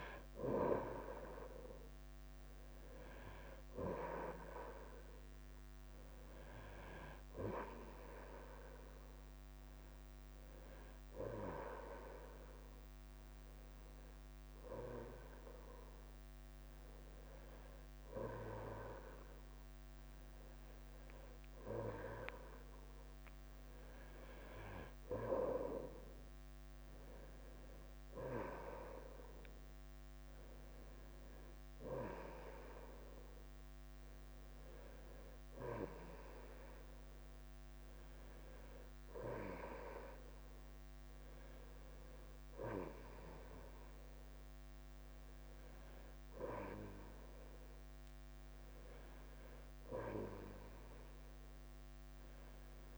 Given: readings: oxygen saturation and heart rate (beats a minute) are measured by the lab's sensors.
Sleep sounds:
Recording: breathing in sleep by a microphone on the trachea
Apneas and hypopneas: none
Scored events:
0.00-52.98 s: bradycardia (device-marked, heart rate 49 extreme)
8.50-52.98 s: new sleep stage, N3 (deep sleep)
From the record:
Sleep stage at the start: N2 (light sleep)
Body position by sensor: on the right side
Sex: male

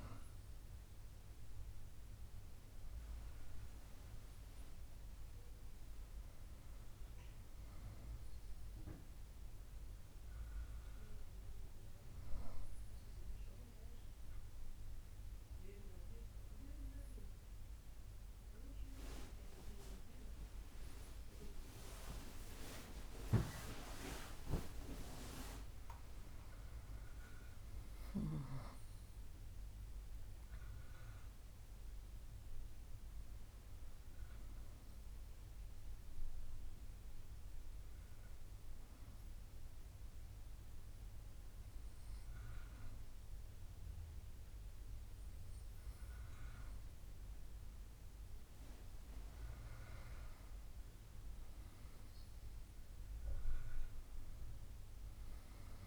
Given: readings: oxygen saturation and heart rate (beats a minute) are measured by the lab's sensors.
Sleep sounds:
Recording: breathing in sleep by a room microphone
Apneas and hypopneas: 1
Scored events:
12.50-42.50 s: new sleep stage, N1 (lightest sleep)
24.50-29.00 s: arousal
39.50-49.50 s: obstructive apnea (oxygen 96% before, 94% lowest, heart rate 80 before, 71 extreme, up 5 after)
42.50-55.87 s: new sleep stage, N2 (light sleep)
53.50-55.87 s: arousal
From the record:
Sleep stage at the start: N2 (light sleep)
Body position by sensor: on the back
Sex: female

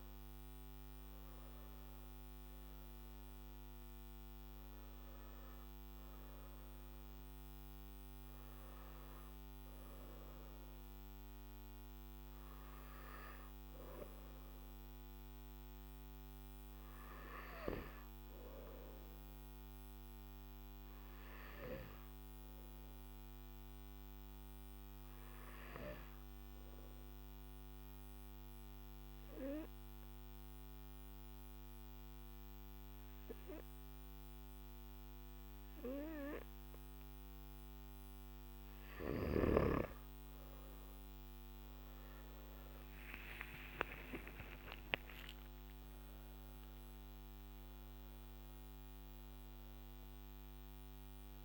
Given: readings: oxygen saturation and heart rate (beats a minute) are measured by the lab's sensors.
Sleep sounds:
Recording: breathing in sleep by a microphone on the trachea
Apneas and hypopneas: 1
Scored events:
26.00-39.00 s: obstructive apnea (oxygen 97% before, 92% lowest, heart rate 54 before, 51 extreme, up 16 after)
41.50-51.45 s: oxygen desaturation (device-marked, oxygen 98% before, 92% lowest, heart rate 54 before, 51 extreme)
From the record:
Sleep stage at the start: N2 (light sleep)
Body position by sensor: on the back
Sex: male

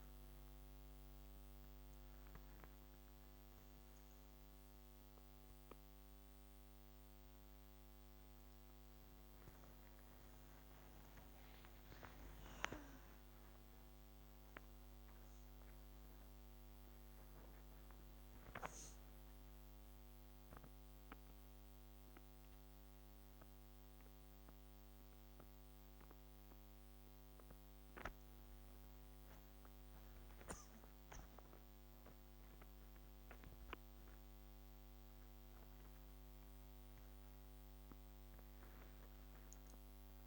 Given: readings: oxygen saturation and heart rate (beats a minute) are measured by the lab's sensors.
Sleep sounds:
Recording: a person awake in a sleep study, hard to hear, by a microphone on the trachea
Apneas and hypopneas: none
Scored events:
none scored
From the record:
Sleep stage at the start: awake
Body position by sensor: on the back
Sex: female

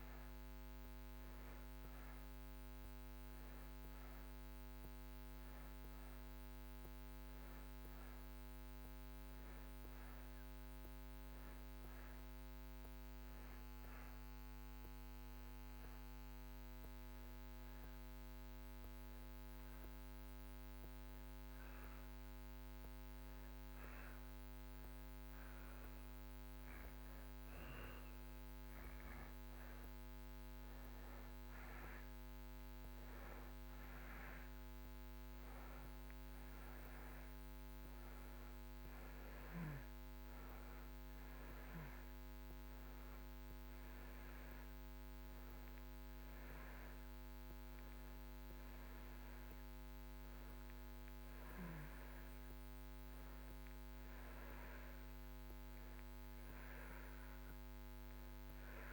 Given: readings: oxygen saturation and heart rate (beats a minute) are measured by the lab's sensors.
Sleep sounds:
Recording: breathing in sleep, hard to hear, by a microphone on the trachea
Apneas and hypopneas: 1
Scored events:
1.50-6.00 s: arousal
16.00-28.50 s: hypopnea (oxygen 92% before, 86% lowest)
32.00-36.50 s: arousal
36.50-58.93 s: oxygen desaturation (device-marked, oxygen 93% before, 86% lowest)
From the record:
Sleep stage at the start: N2 (light sleep)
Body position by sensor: on the back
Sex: male

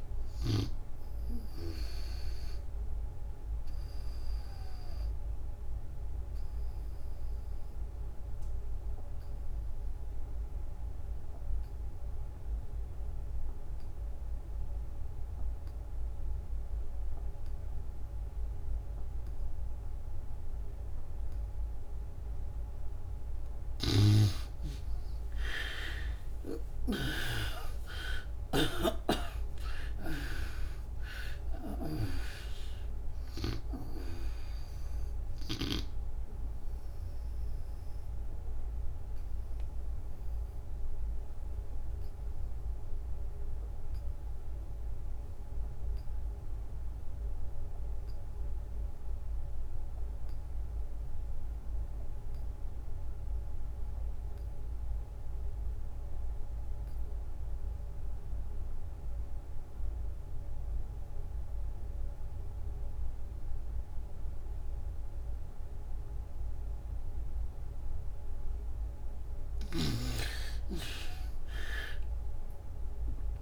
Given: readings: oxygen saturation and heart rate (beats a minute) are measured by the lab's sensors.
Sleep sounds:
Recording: breathing in sleep by a room microphone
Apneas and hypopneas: 2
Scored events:
0.00-11.50 s: oxygen desaturation (device-marked, oxygen 81% lowest, heart rate 65 extreme)
4.00-21.50 s: obstructive apnea (oxygen 99% before, 73% lowest, heart rate 104 before, 65 extreme, up 33 after)
19.50-48.50 s: oxygen desaturation (device-marked, oxygen 98% before, 78% lowest, heart rate 78 before, 59 extreme)
25.50-29.50 s: arousal
35.00-68.50 s: obstructive apnea (oxygen 98% before, 71% lowest, heart rate 82 before, 59 extreme, up 38 after)
56.50-73.42 s: oxygen desaturation (device-marked, oxygen 98% before, 71% lowest, heart rate 69 before, 59 extreme)
71.00-73.42 s: arousal
From the record:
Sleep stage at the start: N2 (light sleep)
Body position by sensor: on the back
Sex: female

